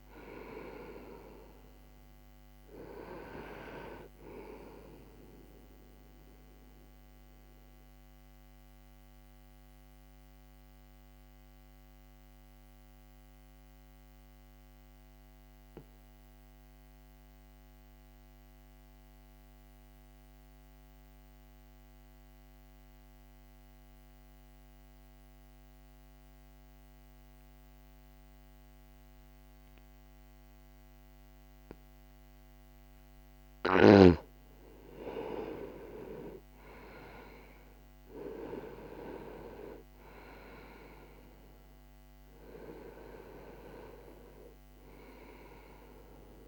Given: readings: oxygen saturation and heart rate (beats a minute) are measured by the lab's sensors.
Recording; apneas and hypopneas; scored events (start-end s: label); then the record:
breathing in sleep by a microphone on the trachea; 1
0.00-28.00 s: oxygen desaturation (device-marked, oxygen 87% lowest, heart rate 60 extreme)
6.00-32.00 s: mixed apnea (oxygen 98% before, 87% lowest, heart rate 60 before, 60 extreme, up 0 after)
33.50-38.00 s: arousal
39.00-46.48 s: oxygen desaturation (device-marked, oxygen 98% before, 88% lowest, heart rate 60 before, 60 extreme)
From the record:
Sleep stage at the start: REM sleep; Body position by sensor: on the back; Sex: male